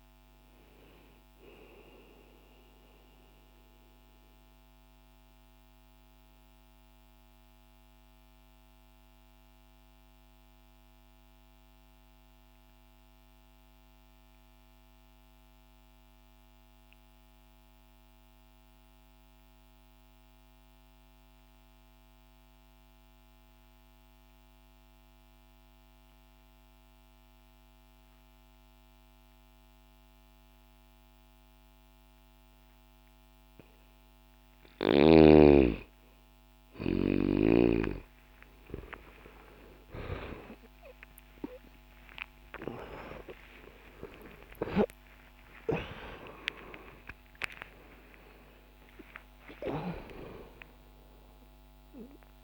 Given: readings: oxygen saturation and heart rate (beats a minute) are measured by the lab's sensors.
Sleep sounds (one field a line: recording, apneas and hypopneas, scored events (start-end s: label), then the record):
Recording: breathing in sleep by a microphone on the trachea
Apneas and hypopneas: 1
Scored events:
0.00-8.50 s: oxygen desaturation (device-marked, oxygen 88% lowest, heart rate 59 extreme)
2.50-31.50 s: mixed apnea (oxygen 97% before, 88% lowest, heart rate 61 before, 60 extreme, up 10 after)
17.50-30.50 s: oxygen desaturation (device-marked, oxygen 94% before, 90% lowest, heart rate 61 before, 60 extreme)
42.50-48.50 s: oxygen desaturation (device-marked, oxygen 98% before, 92% lowest, heart rate 68 before, 68 extreme)
47.50-52.44 s: new sleep stage, awake
From the record:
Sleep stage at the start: N2 (light sleep)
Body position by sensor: on the back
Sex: male